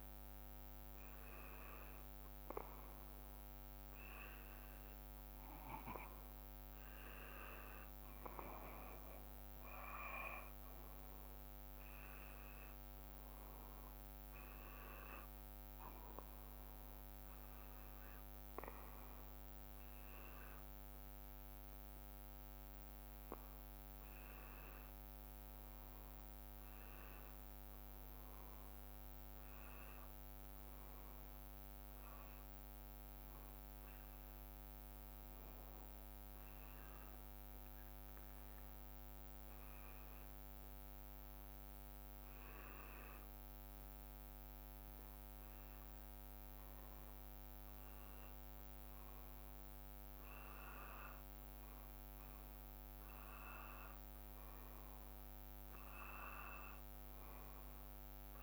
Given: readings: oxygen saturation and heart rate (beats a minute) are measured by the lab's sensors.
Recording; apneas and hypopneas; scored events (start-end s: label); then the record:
breathing in sleep by a microphone on the trachea; none
none scored
From the record:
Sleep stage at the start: N2 (light sleep); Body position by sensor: on the back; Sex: male